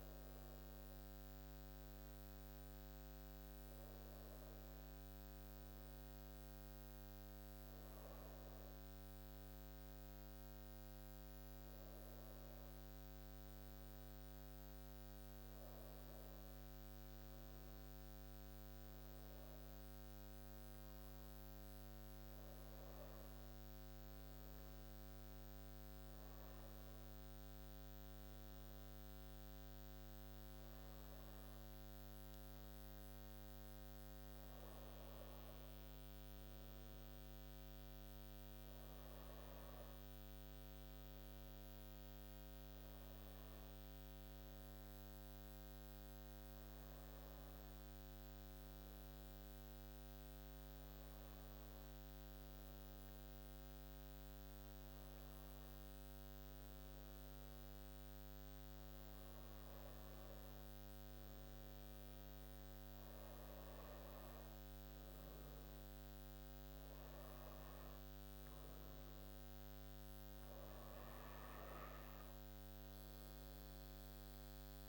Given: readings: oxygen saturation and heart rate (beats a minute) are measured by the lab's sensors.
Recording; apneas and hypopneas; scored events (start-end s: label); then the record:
breathing in sleep, hard to hear, by a microphone on the trachea; none
none scored
From the record:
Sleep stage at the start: N2 (light sleep); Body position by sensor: on the back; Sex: female